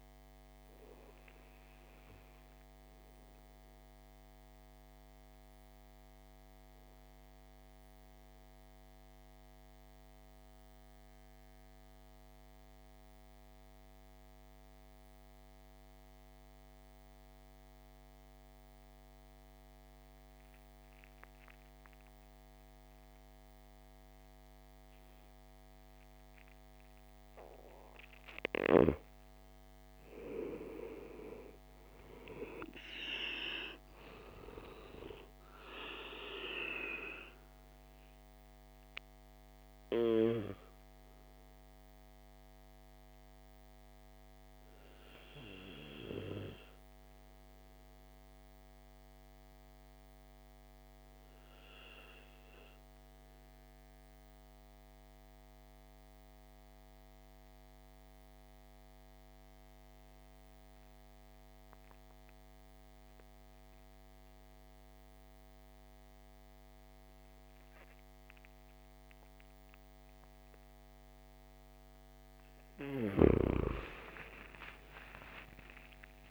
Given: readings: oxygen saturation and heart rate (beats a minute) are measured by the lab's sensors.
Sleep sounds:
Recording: breathing in sleep by a microphone on the trachea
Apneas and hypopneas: 2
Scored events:
0.00-18.50 s: oxygen desaturation (device-marked, oxygen 88% lowest, heart rate 51 extreme)
3.00-27.50 s: mixed apnea (oxygen 98% before, 87% lowest, heart rate 62 before, 51 extreme, up 7 after)
26.50-59.50 s: oxygen desaturation (device-marked, oxygen 99% before, 87% lowest, heart rate 54 before, 53 extreme)
30.00-33.00 s: arousal
39.00-71.50 s: obstructive apnea (oxygen 99% before, 83% lowest, heart rate 60 before, 53 extreme, up 12 after)
71.50-76.31 s: oxygen desaturation (device-marked, oxygen 99% before, 83% lowest, heart rate 55 before, 53 extreme)
73.50-76.31 s: arousal
From the record:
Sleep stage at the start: N2 (light sleep)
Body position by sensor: on the back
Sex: male

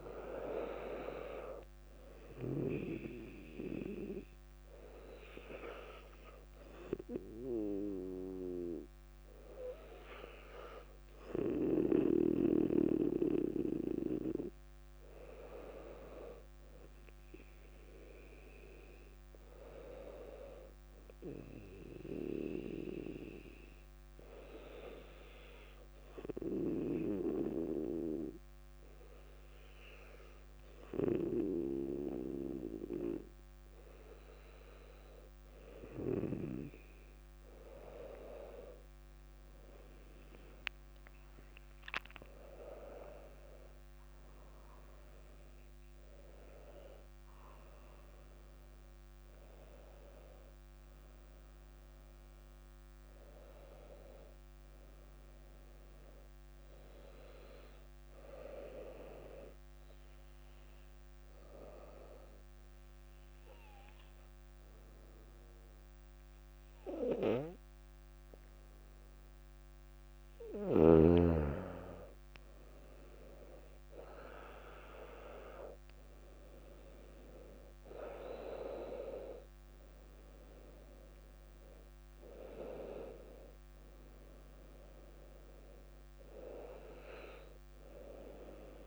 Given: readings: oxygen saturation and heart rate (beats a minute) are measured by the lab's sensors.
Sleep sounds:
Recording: breathing in sleep by a microphone on the trachea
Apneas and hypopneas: 2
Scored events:
14.00-18.00 s: arousal
24.00-35.00 s: obstructive apnea (oxygen 98% before, 96% lowest, heart rate 61 before, 58 extreme, up 2 after)
41.00-46.00 s: arousal
60.50-71.50 s: obstructive apnea (oxygen 98% before, 96% lowest, heart rate 62 before, 58 extreme, up 2 after)
78.00-82.50 s: arousal
From the record:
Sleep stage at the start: N2 (light sleep)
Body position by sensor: on the back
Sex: female

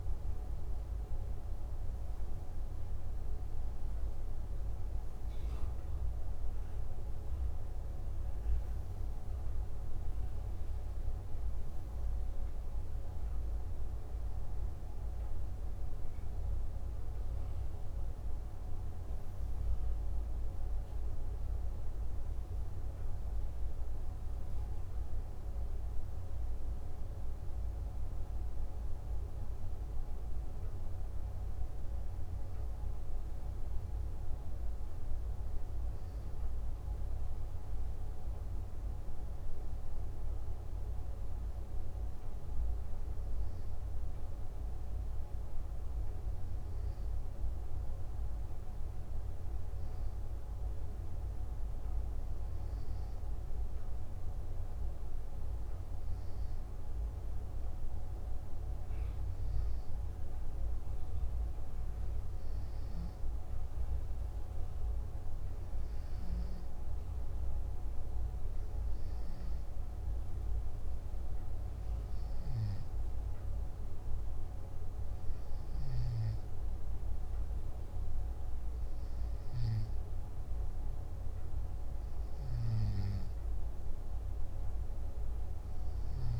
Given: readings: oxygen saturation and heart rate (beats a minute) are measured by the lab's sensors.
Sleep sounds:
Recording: breathing in sleep, hard to hear, by a room microphone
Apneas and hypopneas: none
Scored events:
none scored
From the record:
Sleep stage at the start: N2 (light sleep)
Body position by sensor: on the back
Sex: male

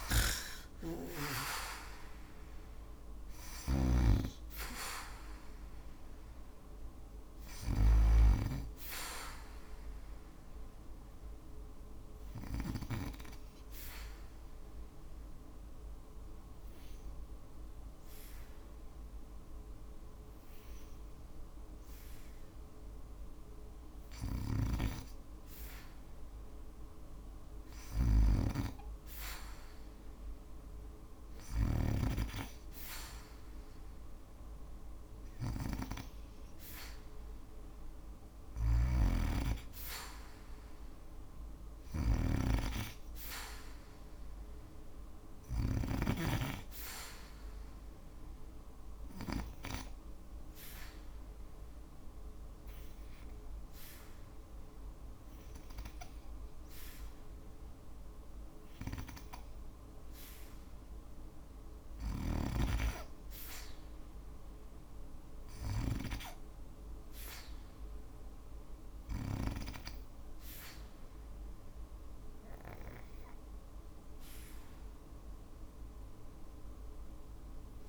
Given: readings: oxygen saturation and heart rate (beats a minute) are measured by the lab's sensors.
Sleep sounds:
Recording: breathing in sleep by a room microphone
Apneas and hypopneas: 2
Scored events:
0.00-12.00 s: snoring (device-marked)
0.00-19.50 s: oxygen desaturation (device-marked, oxygen 85% lowest, heart rate 58 extreme)
10.00-23.50 s: obstructive apnea (oxygen 90% before, 88% lowest, heart rate 64 before, 58 extreme, up 0 after)
23.50-31.00 s: snoring (device-marked)
26.00-29.50 s: arousal
32.50-44.50 s: oxygen desaturation (device-marked, oxygen 97% before, 91% lowest, heart rate 59 before, 60 extreme)
37.50-45.00 s: snoring (device-marked)
48.00-60.00 s: obstructive apnea (oxygen 97% before, 83% lowest, heart rate 60 before, 60 extreme, up 0 after)
63.00-66.00 s: arousal
70.50-77.89 s: oxygen desaturation (device-marked, oxygen 95% before, 88% lowest, heart rate 60 before, 60 extreme)
From the record:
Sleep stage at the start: N2 (light sleep)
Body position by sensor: on the back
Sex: female

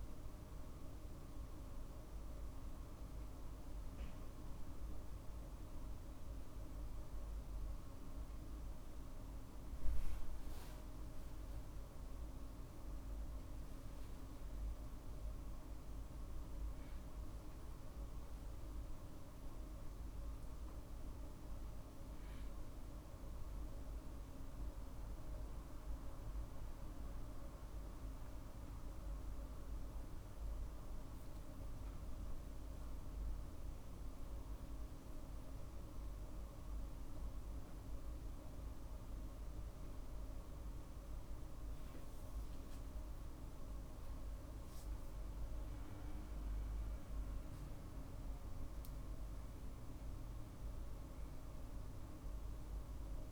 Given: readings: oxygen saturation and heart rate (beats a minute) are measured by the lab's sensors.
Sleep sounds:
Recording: a person awake in a sleep study, hard to hear, by a room microphone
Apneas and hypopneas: none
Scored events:
29.00-31.00 s: long interval between heartbeats (device-marked, heart rate 53 before, 61 extreme)
44.00-46.00 s: long interval between heartbeats (device-marked, heart rate 59 before, 86 extreme)
From the record:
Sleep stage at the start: awake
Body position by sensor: on the right side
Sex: male

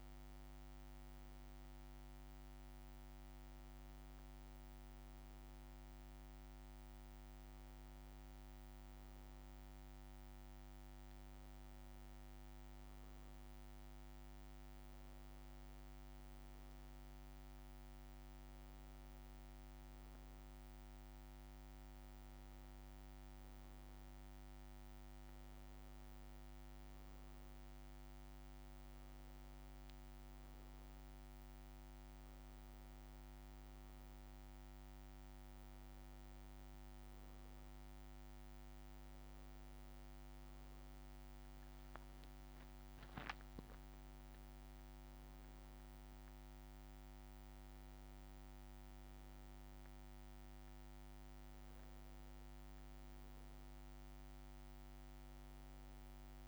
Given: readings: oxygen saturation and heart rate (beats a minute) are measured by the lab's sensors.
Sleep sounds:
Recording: a person awake in a sleep study, hard to hear, by a microphone on the trachea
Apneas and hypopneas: none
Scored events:
none scored
From the record:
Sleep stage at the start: awake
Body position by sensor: on the back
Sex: male

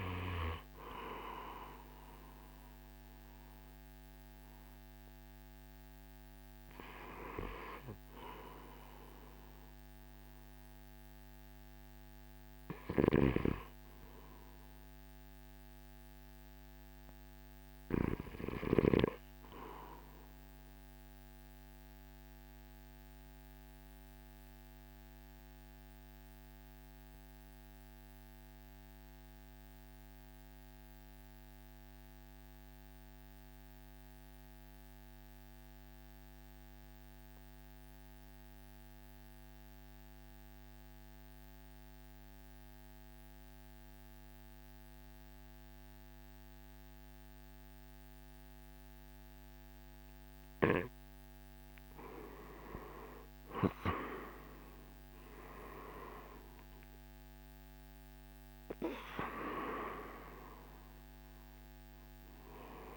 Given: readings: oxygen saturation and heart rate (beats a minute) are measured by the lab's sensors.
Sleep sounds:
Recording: breathing in sleep by a microphone on the trachea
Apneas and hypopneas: 1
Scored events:
0.00-3.00 s: drop in pulse transit time (device-marked, heart rate 63 extreme)
0.00-22.00 s: oxygen desaturation (device-marked, oxygen 82% lowest, heart rate 51 extreme)
21.50-51.50 s: obstructive apnea (oxygen 92% before, 81% lowest, heart rate 60 before, 51 extreme, up 21 after)
53.00-62.97 s: oxygen desaturation (device-marked, oxygen 93% before, 81% lowest, heart rate 52 before, 53 extreme)
53.50-56.50 s: arousal
55.00-62.97 s: drop in pulse transit time (device-marked, heart rate 53 before, 56 extreme)
From the record:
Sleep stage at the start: REM sleep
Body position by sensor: on the right side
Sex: male

